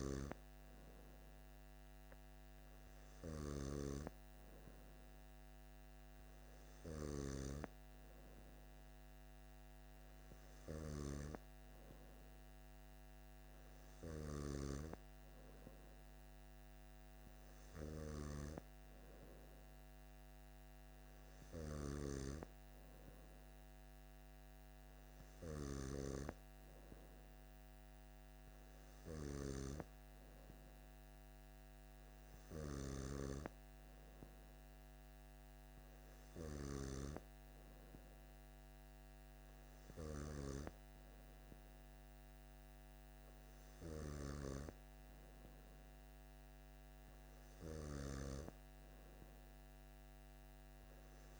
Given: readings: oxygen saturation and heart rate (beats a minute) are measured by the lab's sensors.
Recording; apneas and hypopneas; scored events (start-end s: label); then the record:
breathing in sleep by a microphone on the trachea; none
none scored
From the record:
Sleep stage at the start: N2 (light sleep); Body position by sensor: on the back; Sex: male